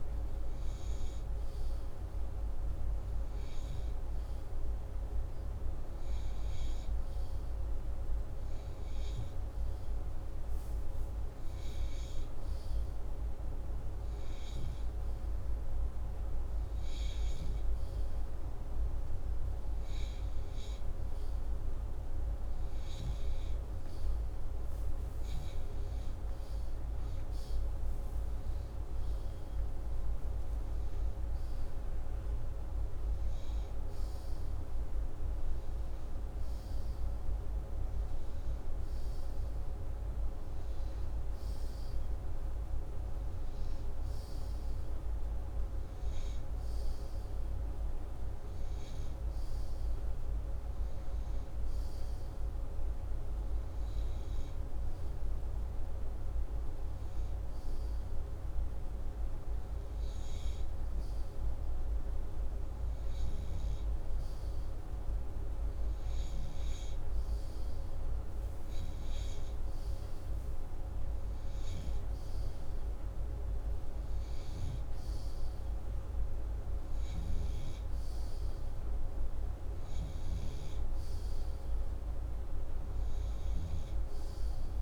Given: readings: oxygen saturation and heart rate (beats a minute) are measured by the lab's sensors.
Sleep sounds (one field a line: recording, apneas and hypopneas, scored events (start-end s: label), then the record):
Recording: breathing in sleep, hard to hear, by a room microphone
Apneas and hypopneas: none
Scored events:
none scored
From the record:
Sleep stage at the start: N2 (light sleep)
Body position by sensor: upright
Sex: male